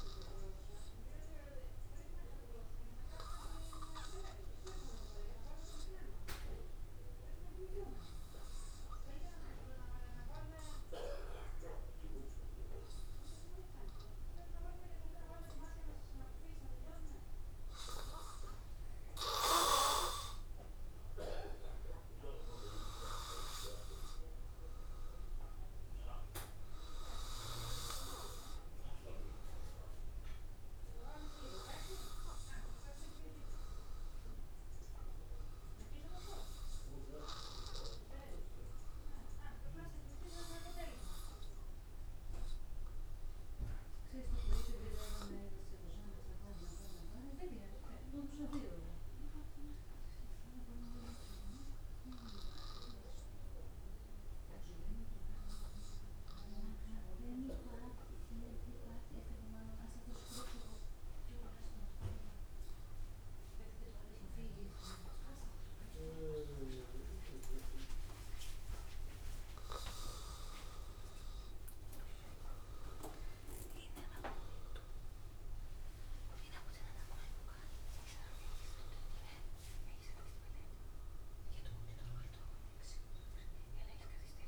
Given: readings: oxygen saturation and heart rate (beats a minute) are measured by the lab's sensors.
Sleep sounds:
breathing in sleep by a room microphone; 2
3.50-21.50 s: obstructive apnea (oxygen 97% before, 92% lowest, heart rate 80 before, 78 extreme, up 3 after)
12.00-42.00 s: oxygen desaturation (device-marked, oxygen 97% before, 92% lowest, heart rate 80 before, 78 extreme)
24.00-28.00 s: arousal
38.00-64.50 s: obstructive apnea (oxygen 96% before, 92% lowest, heart rate 80 before, 79 extreme, up 1 after)
62.00-84.48 s: oxygen desaturation (device-marked, oxygen 96% before, 92% lowest, heart rate 81 before, 79 extreme)
69.50-73.00 s: arousal
From the record:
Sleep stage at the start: N2 (light sleep); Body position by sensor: on the back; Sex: male

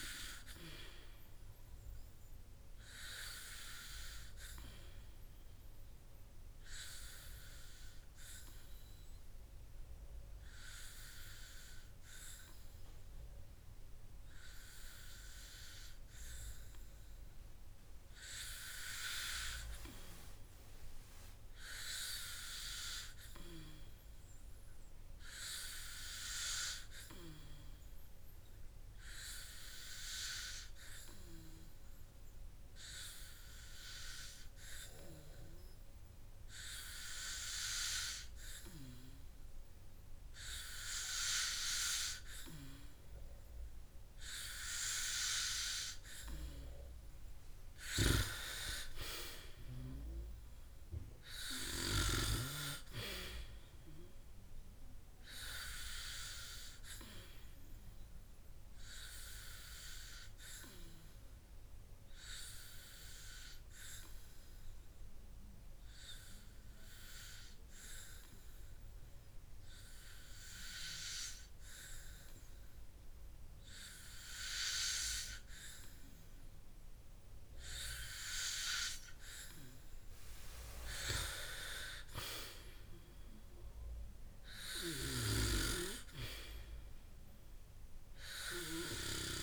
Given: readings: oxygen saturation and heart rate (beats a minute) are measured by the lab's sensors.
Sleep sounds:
breathing in sleep by a room microphone; 3
6.00-18.50 s: hypopnea (oxygen 98% before, 94% lowest, heart rate 62 before, 52 extreme, up 12 after)
22.00-25.50 s: arousal
31.00-43.00 s: hypopnea (oxygen 99% before, 94% lowest, heart rate 58 before, 53 extreme, up 7 after)
46.50-50.00 s: arousal
62.00-77.00 s: hypopnea (oxygen 98% before, 94% lowest, heart rate 66 before, 52 extreme, up 10 after)
81.50-85.50 s: arousal
From the record:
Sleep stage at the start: N2 (light sleep); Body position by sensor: on the back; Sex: male

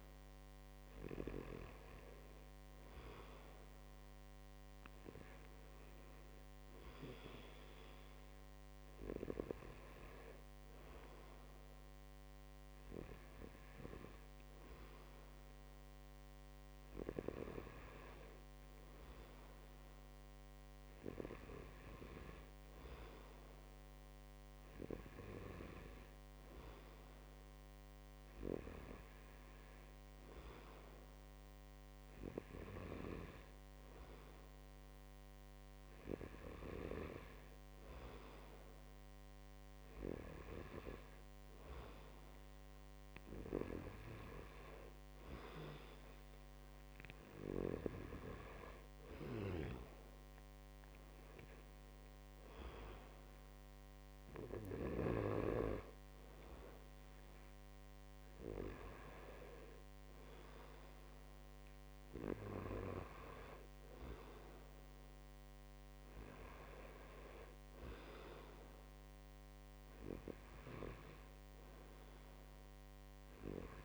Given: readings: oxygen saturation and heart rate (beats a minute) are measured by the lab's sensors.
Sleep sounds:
breathing in sleep by a microphone on the trachea; none
none scored
From the record:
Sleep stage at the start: N2 (light sleep); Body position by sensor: on the right side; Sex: male

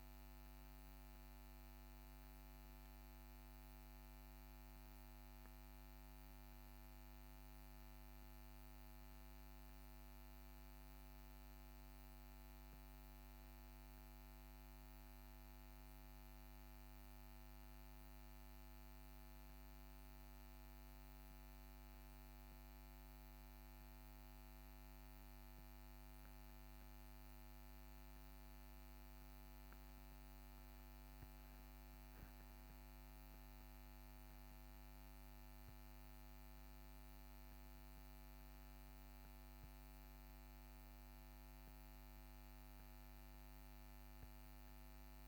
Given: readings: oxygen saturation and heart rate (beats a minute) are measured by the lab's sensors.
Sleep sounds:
a person awake in a sleep study, hard to hear, by a microphone on the trachea; none
none scored
From the record:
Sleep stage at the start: awake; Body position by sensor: on the back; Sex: male

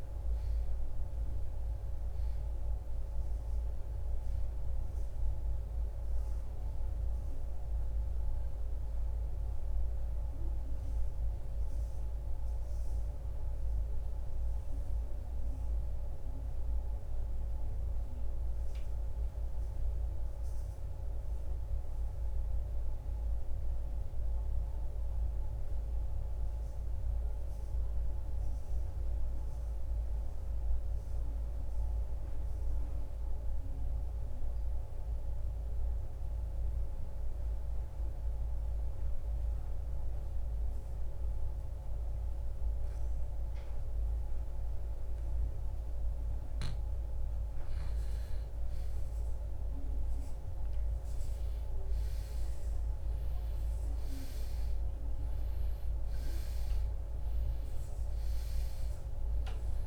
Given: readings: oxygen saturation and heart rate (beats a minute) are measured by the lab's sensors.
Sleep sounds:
breathing in sleep, hard to hear, by a room microphone; 1
9.50-14.00 s: arousal
18.00-47.00 s: mixed apnea (oxygen 95% before, 82% lowest, heart rate 75 before, 57 extreme, up 11 after)
19.00-39.00 s: oxygen desaturation (device-marked, oxygen 95% before, 86% lowest, heart rate 75 before, 57 extreme)
49.00-53.50 s: arousal
57.00-59.87 s: oxygen desaturation (device-marked, oxygen 97% before, 82% lowest, heart rate 63 before, 48 extreme)
From the record:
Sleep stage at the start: N2 (light sleep); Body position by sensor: on the right side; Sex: male

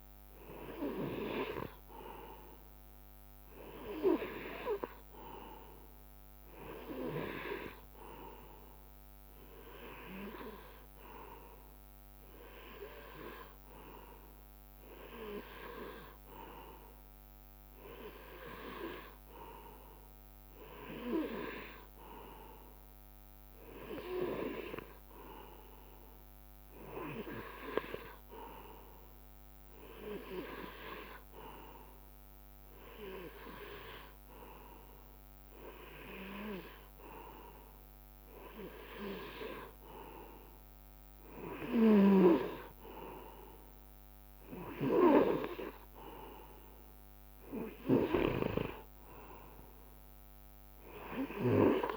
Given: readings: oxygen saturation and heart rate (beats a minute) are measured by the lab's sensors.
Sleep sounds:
breathing in sleep by a microphone on the trachea; none
none scored
From the record:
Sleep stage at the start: N2 (light sleep); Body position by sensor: on the right side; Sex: male

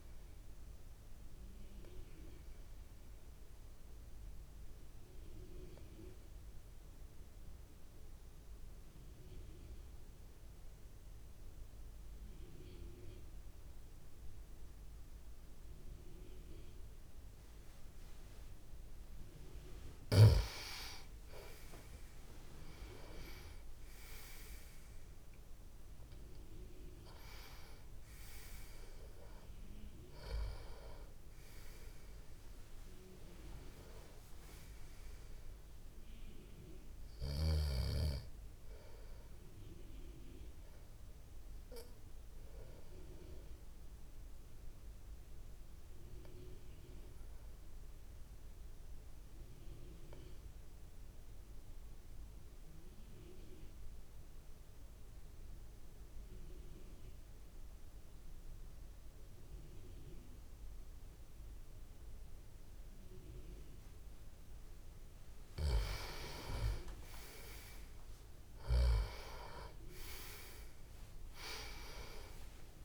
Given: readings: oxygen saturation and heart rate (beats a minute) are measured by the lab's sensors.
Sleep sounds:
breathing in sleep by a room microphone; 2
0.00-11.50 s: oxygen desaturation (device-marked, oxygen 89% lowest)
0.50-17.50 s: obstructive apnea (oxygen 97% before, 89% lowest)
20.00-25.00 s: arousal
27.50-44.50 s: oxygen desaturation (device-marked, oxygen 98% before, 93% lowest)
41.50-64.00 s: obstructive apnea (oxygen 98% before, 90% lowest)
64.50-72.85 s: oxygen desaturation (device-marked, oxygen 98% before, 94% lowest)
65.50-69.00 s: snoring (device-marked)
68.50-72.85 s: arousal
From the record:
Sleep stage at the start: N2 (light sleep); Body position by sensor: on the back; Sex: male

